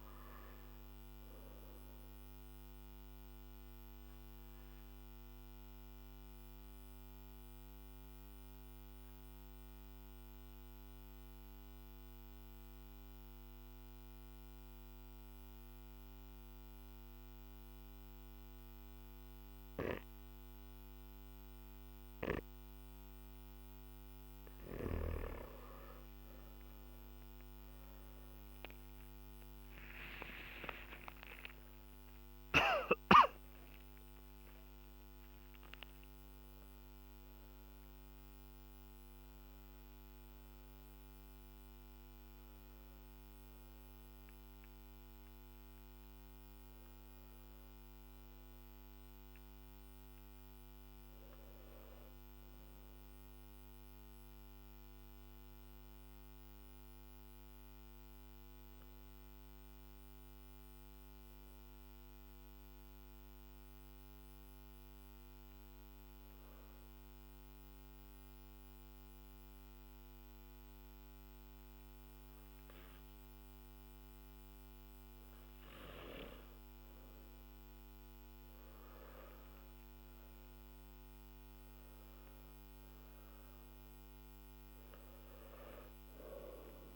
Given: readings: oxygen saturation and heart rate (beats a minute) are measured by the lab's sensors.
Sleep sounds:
breathing in sleep by a microphone on the trachea; 2
0.00-1.00 s: oxygen desaturation (device-marked, oxygen 93% lowest, heart rate 48 extreme)
2.50-23.50 s: obstructive apnea (oxygen 97% before, 90% lowest, heart rate 55 before, 48 extreme, up 10 after)
24.00-43.00 s: oxygen desaturation (device-marked, oxygen 98% before, 90% lowest, heart rate 50 before, 46 extreme)
32.50-34.50 s: long interval between heartbeats (device-marked, heart rate 54 before, 66 extreme)
60.00-75.50 s: obstructive apnea (oxygen 94% before, 92% lowest, heart rate 52 before, 46 extreme, up 14 after)
80.00-86.96 s: oxygen desaturation (device-marked, oxygen 98% before, 92% lowest, heart rate 49 before, 47 extreme)
From the record:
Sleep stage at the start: N3 (deep sleep); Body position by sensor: on the back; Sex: male

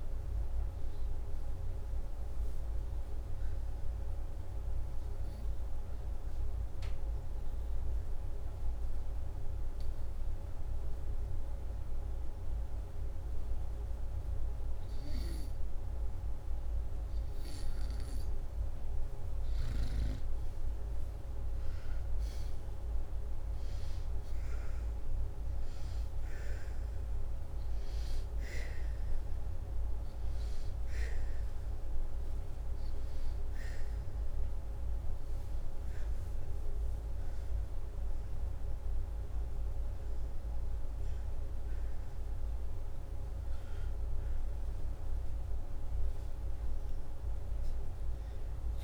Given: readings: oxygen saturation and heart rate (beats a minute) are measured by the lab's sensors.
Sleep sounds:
breathing in sleep, hard to hear, by a room microphone; 1
0.00-9.50 s: oxygen desaturation (device-marked, oxygen 90% lowest, heart rate 77 extreme)
4.50-15.00 s: obstructive apnea (oxygen 96% before, 91% lowest, heart rate 85 before, 77 extreme, up 0 after)
20.50-24.50 s: arousal
24.50-45.50 s: oxygen desaturation (device-marked, oxygen 97% before, 91% lowest, heart rate 81 before, 82 extreme)
44.50-48.00 s: arousal
From the record:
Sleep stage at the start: N2 (light sleep); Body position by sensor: upright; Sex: male

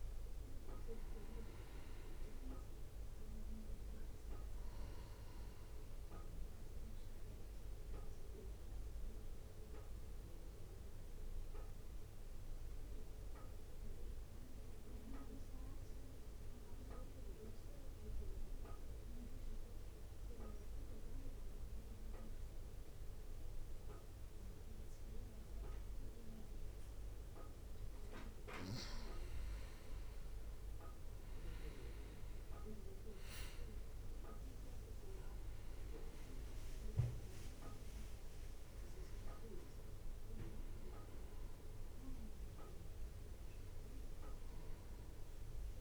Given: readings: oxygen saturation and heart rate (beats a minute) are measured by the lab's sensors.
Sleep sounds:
breathing in sleep by a room microphone; 1
0.00-16.00 s: oxygen desaturation (device-marked, oxygen 97% before, 93% lowest, heart rate 62 before, 58 extreme)
8.50-28.50 s: mixed apnea (oxygen 97% before, 91% lowest, heart rate 61 before, 57 extreme, up 3 after)
31.00-35.00 s: arousal
33.00-45.81 s: drop in pulse transit time (device-marked, heart rate 62 before, 59 extreme)
34.00-45.81 s: oxygen desaturation (device-marked, oxygen 96% before, 91% lowest, heart rate 62 before, 53 extreme)
From the record:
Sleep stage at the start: N2 (light sleep); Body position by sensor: on the back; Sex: male

